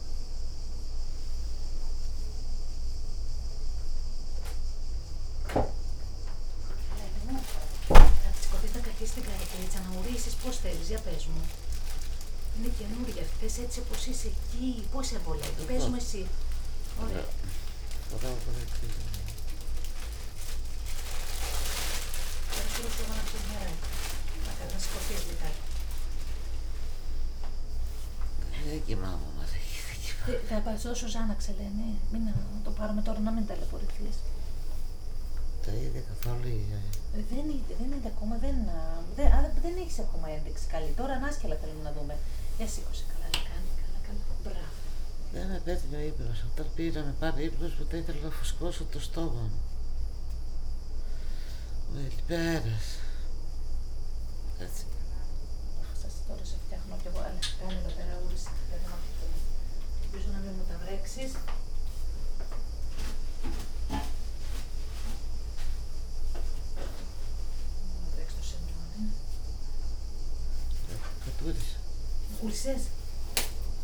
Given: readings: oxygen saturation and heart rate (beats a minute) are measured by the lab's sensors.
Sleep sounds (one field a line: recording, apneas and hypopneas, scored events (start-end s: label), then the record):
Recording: a person awake in a sleep study, by a room microphone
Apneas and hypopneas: none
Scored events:
0.00-2.00 s: long interval between heartbeats (device-marked, heart rate 83 before, 145 extreme)
0.00-2.50 s: tachycardia (device-marked, heart rate 146 extreme)
2.00-4.00 s: long interval between heartbeats (device-marked, heart rate 90 before, 126 extreme)
3.50-4.50 s: leg movement (device-marked)
12.00-18.50 s: leg movement (device-marked)
12.50-14.50 s: long interval between heartbeats (device-marked, heart rate 106 before, 85 extreme)
12.50-27.50 s: tachycardia (device-marked, heart rate 76 before, 196 extreme)
15.50-17.50 s: long interval between heartbeats (device-marked, heart rate 108 before, 106 extreme)
18.50-20.50 s: long interval between heartbeats (device-marked, heart rate 109 before, 139 extreme)
19.50-20.50 s: leg movement (device-marked)
22.00-27.00 s: leg movement (device-marked)
23.50-25.50 s: long interval between heartbeats (device-marked, heart rate 114 before, 195 extreme)
28.00-30.00 s: long interval between heartbeats (device-marked, heart rate 128 before, 140 extreme)
40.50-42.50 s: long interval between heartbeats (device-marked, heart rate 127 before, 100 extreme)
43.50-50.50 s: tachycardia (device-marked, heart rate 79 before, 111 extreme)
47.00-49.00 s: long interval between heartbeats (device-marked, heart rate 103 before, 108 extreme)
57.00-59.00 s: long interval between heartbeats (device-marked, heart rate 98 before, 99 extreme)
61.00-65.00 s: leg movement (device-marked)
66.00-70.50 s: leg movement (device-marked)
From the record:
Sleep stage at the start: awake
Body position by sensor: on the back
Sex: female